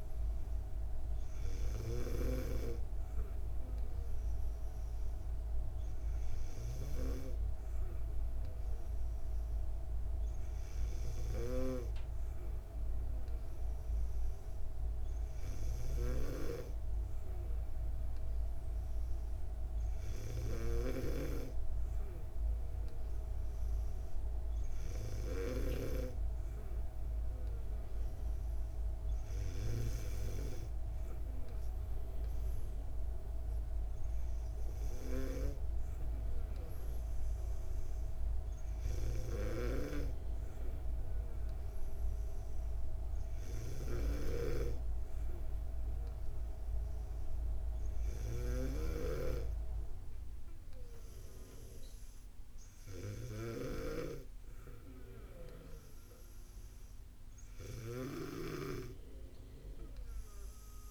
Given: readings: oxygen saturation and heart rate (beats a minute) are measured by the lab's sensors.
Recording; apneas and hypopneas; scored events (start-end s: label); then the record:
breathing in sleep by a room microphone; none
none scored
From the record:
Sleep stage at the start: N2 (light sleep); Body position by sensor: on the back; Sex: female